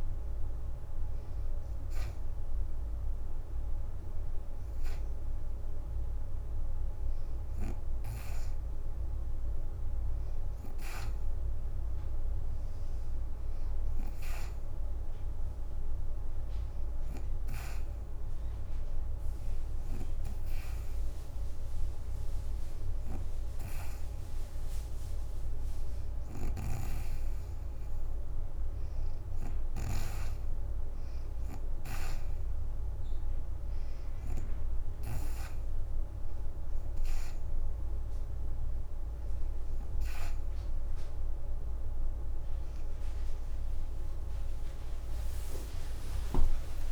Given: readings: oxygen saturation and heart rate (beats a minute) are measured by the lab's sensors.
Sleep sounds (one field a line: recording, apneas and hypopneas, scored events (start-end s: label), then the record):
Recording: breathing in sleep by a room microphone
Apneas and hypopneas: 1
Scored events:
0.00-2.00 s: oxygen desaturation (device-marked, oxygen 87% lowest, heart rate 52 extreme)
7.50-9.00 s: leg movement (device-marked)
11.00-15.00 s: leg movement (device-marked)
15.50-26.00 s: hypopnea (oxygen 92% before, 87% lowest, heart rate 61 before, 48 extreme, up 6 after)
25.50-29.50 s: snoring (device-marked)
35.00-46.00 s: oxygen desaturation (device-marked, oxygen 90% before, 87% lowest, heart rate 61 before, 50 extreme)
42.50-46.92 s: arousal
44.00-46.92 s: leg movement (device-marked)
From the record:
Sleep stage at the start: N2 (light sleep)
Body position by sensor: on the right side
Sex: female